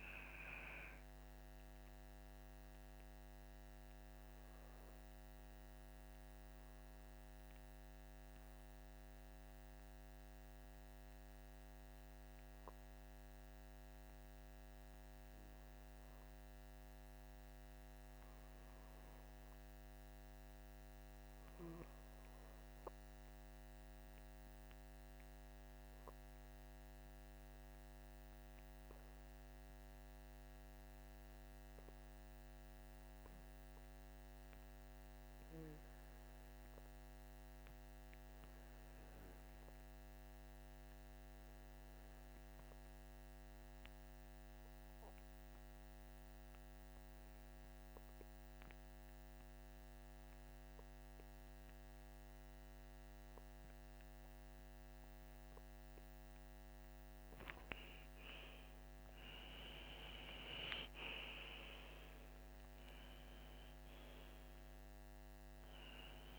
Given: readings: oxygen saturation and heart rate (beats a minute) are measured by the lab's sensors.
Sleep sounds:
breathing in sleep by a microphone on the trachea; 1
3.00-56.00 s: hypopnea (oxygen 99% before, 85% lowest, heart rate 54 before, 53 extreme, up 19 after)
25.50-66.39 s: oxygen desaturation (device-marked, oxygen 98% before, 85% lowest, heart rate 54 before, 53 extreme)
56.50-61.50 s: arousal
From the record:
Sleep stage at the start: REM sleep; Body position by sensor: on the back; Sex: male

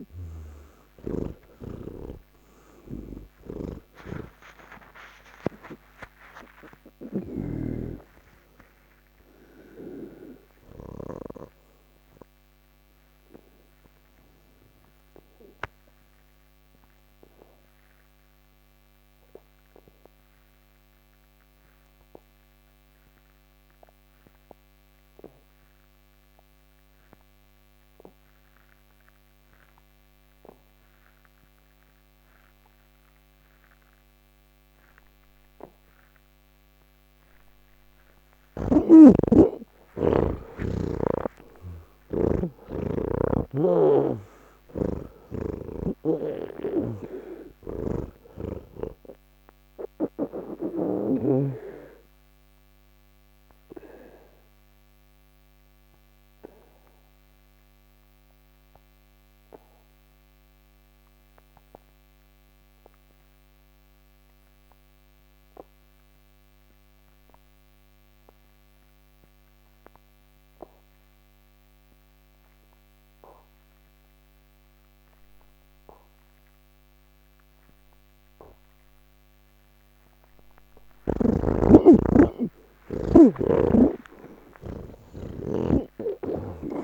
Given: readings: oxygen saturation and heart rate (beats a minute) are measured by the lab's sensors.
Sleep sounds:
breathing in sleep by a microphone on the trachea; 2
0.00-25.00 s: oxygen desaturation (device-marked, oxygen 82% lowest, heart rate 69 extreme)
1.50-11.00 s: snoring (device-marked)
9.00-39.00 s: obstructive apnea (oxygen 98% before, 82% lowest)
32.00-42.00 s: oxygen desaturation (device-marked, oxygen 98% before, 90% lowest)
45.50-51.00 s: snoring (device-marked)
49.00-68.00 s: oxygen desaturation (device-marked, oxygen 96% before, 82% lowest)
52.50-79.50 s: obstructive apnea (oxygen 98% before, 78% lowest)
79.00-86.84 s: oxygen desaturation (device-marked, oxygen 98% before, 78% lowest, heart rate 94 before, 60 extreme)
85.50-86.84 s: snoring (device-marked)
From the record:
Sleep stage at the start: N1 (lightest sleep); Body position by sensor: on the back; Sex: male

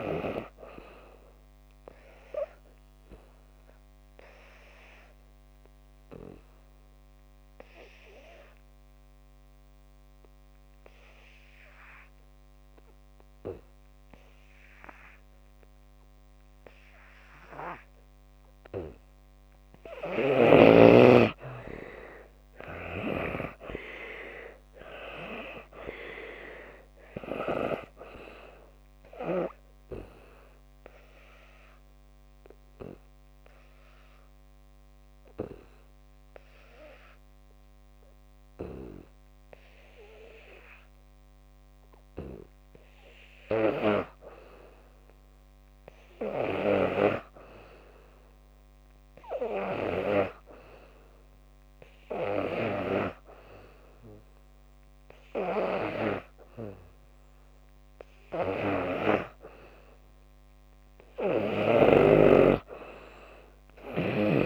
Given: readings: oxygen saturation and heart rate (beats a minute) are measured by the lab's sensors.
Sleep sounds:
breathing in sleep by a microphone on the trachea; 2
1.50-18.50 s: oxygen desaturation (device-marked, oxygen 83% before, 78% lowest)
2.00-19.00 s: obstructive apnea (oxygen 95% before, 76% lowest)
20.00-24.00 s: arousal
20.50-49.50 s: oxygen desaturation (device-marked, oxygen 95% before, 76% lowest)
30.50-58.50 s: obstructive apnea (oxygen 95% before, 76% lowest)
56.50-64.46 s: oxygen desaturation (device-marked, oxygen 95% before, 79% lowest)
61.50-64.46 s: arousal
From the record:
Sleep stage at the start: N2 (light sleep); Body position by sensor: on the back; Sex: female

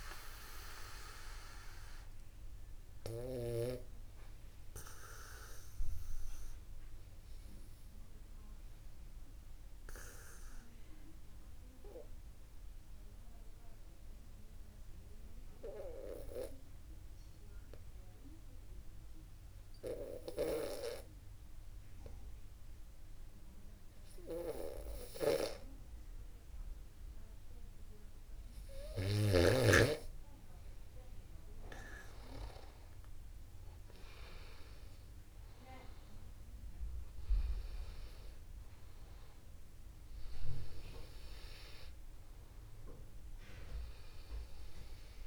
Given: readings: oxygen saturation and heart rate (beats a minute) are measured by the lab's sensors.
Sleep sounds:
breathing in sleep by a room microphone; 1
2.50-27.50 s: obstructive apnea (oxygen 98% before, 92% lowest, heart rate 49 before, 50 extreme, up 0 after)
33.00-37.00 s: arousal
From the record:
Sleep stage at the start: N2 (light sleep); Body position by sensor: upright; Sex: male

